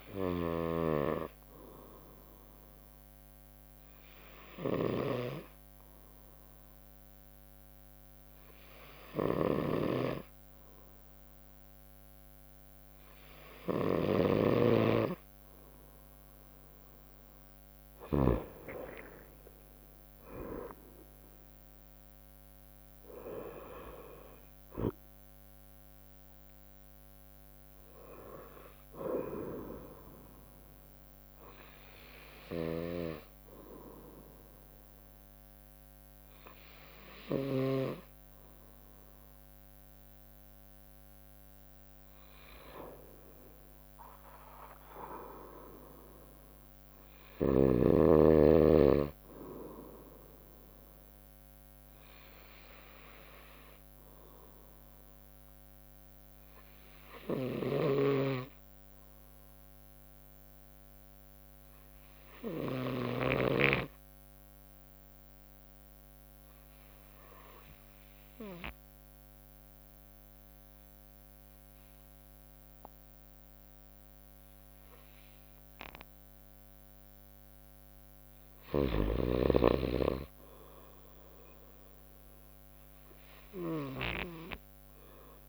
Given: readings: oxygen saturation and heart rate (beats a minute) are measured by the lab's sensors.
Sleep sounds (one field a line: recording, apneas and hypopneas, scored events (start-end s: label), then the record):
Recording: breathing in sleep by a microphone on the trachea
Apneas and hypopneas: 3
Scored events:
2.00-17.00 s: obstructive apnea (oxygen 97% before, 94% lowest, heart rate 61 before, 59 extreme, up 5 after)
9.00-15.00 s: bradycardia (device-marked, heart rate 64 before, 59 extreme)
19.50-22.50 s: arousal
32.00-38.00 s: bradycardia (device-marked, heart rate 63 before, 59 extreme)
32.00-42.50 s: obstructive apnea (oxygen 97% before, 91% lowest, heart rate 61 before, 57 extreme, up 4 after)
46.50-50.00 s: arousal
48.00-59.00 s: bradycardia (device-marked, heart rate 63 before, 57 extreme)
55.00-77.00 s: obstructive apnea (oxygen 97% before, 88% lowest, heart rate 60 before, 53 extreme)
74.00-85.48 s: bradycardia (device-marked, heart rate 63 before, 53 extreme)
79.50-83.50 s: arousal
From the record:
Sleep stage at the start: N2 (light sleep)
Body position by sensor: on the right side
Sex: female